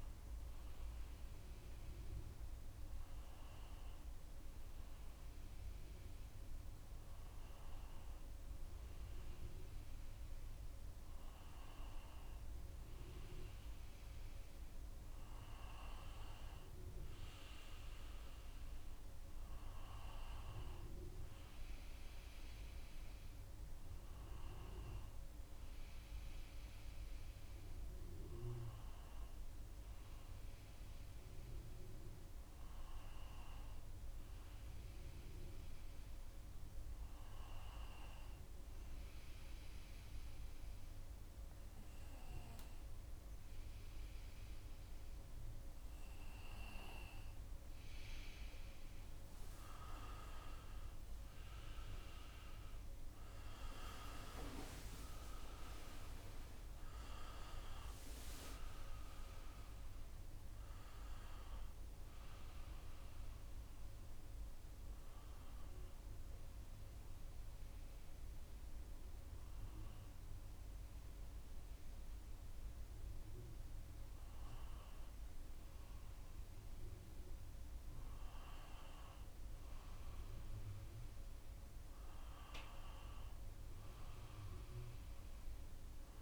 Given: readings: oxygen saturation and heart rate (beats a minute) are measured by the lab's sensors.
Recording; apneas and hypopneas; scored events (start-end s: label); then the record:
breathing in sleep by a room microphone; none
none scored
From the record:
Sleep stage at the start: N2 (light sleep); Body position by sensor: on the right side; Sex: male